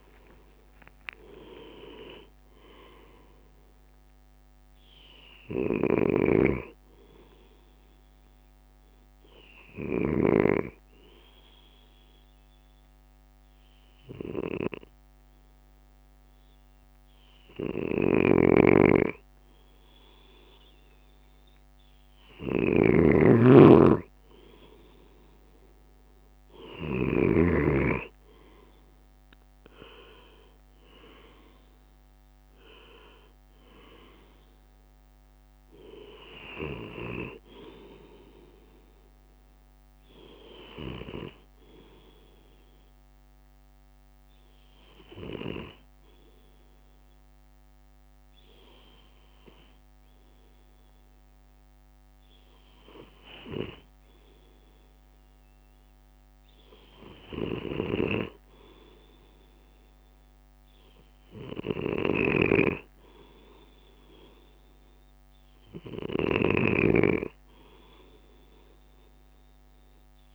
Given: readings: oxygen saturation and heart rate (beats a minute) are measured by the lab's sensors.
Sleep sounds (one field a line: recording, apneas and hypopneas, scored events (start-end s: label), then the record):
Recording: breathing in sleep by a microphone on the trachea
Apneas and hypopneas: 2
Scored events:
1.50-11.50 s: drop in pulse transit time (device-marked, heart rate 61 before, 56 extreme)
10.50-21.00 s: obstructive apnea (oxygen 96% before, 95% lowest, heart rate 64 before, 55 extreme, up 4 after)
25.00-30.50 s: arousal
26.50-41.50 s: drop in pulse transit time (device-marked, heart rate 58 before, 56 extreme)
41.50-54.00 s: hypopnea (oxygen 97% before, 94% lowest, heart rate 60 before, 55 extreme, up 5 after)
60.00-64.00 s: arousal
63.50-70.35 s: drop in pulse transit time (device-marked, heart rate 57 before, 58 extreme)
From the record:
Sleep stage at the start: N2 (light sleep)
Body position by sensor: on the left side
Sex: male